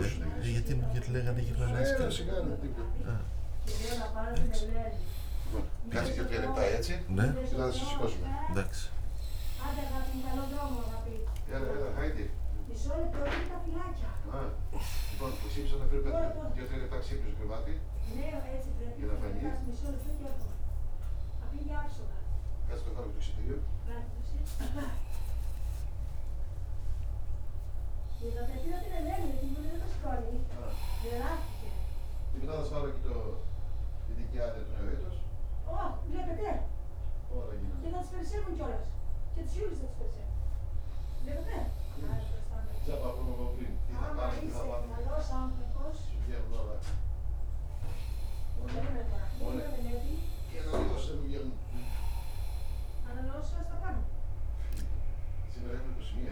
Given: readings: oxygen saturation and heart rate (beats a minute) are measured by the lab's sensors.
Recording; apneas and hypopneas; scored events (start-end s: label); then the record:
a person awake in a sleep study, by a room microphone; none
none scored
From the record:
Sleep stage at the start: awake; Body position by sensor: on the back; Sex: male